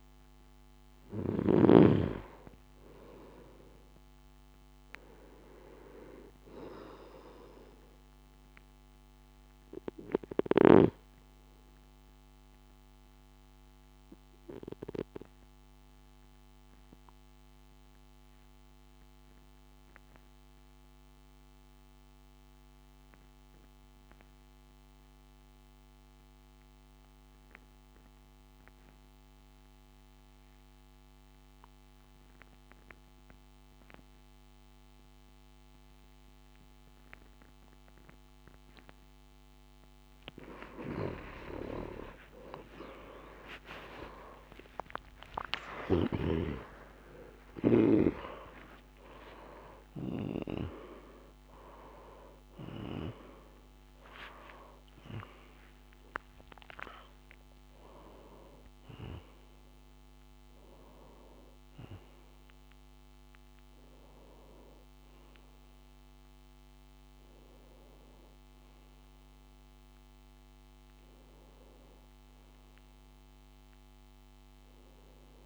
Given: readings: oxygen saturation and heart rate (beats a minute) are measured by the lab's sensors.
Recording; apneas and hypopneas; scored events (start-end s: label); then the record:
a person partly awake in a sleep study, by a microphone on the trachea; 1
12.50-38.50 s: obstructive apnea (oxygen 95% before, 89% lowest, heart rate 61 before, 54 extreme, up 20 after)
30.50-52.50 s: oxygen desaturation (device-marked, oxygen 96% before, 89% lowest, heart rate 58 before, 57 extreme)
39.50-69.50 s: new sleep stage, awake
69.50-75.46 s: new sleep stage, N2 (light sleep)
From the record:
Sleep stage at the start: N2 (light sleep); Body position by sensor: on the right side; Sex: male